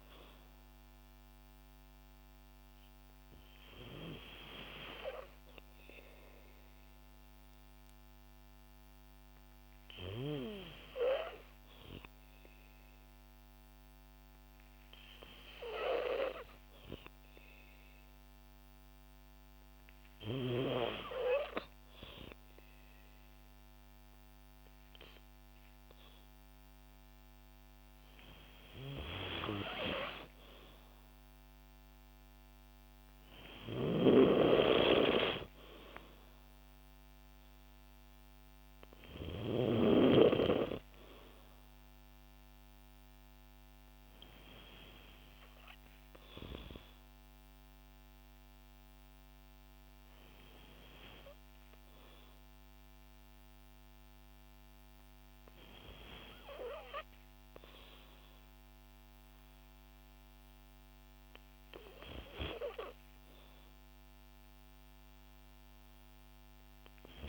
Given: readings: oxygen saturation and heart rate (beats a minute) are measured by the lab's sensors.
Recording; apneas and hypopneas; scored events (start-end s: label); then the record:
breathing in sleep by a microphone on the trachea; 2
6.00-27.50 s: hypopnea (oxygen 95% before, 91% lowest, heart rate 58 before, 55 extreme)
30.00-34.50 s: arousal
37.50-48.50 s: oxygen desaturation (device-marked, oxygen 94% before, 91% lowest, heart rate 59 before, 55 extreme)
46.00-62.00 s: hypopnea (oxygen 96% before, 92% lowest, heart rate 58 before, 56 extreme, up 2 after)
63.00-67.00 s: arousal
From the record:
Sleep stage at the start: N2 (light sleep); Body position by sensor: on the back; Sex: female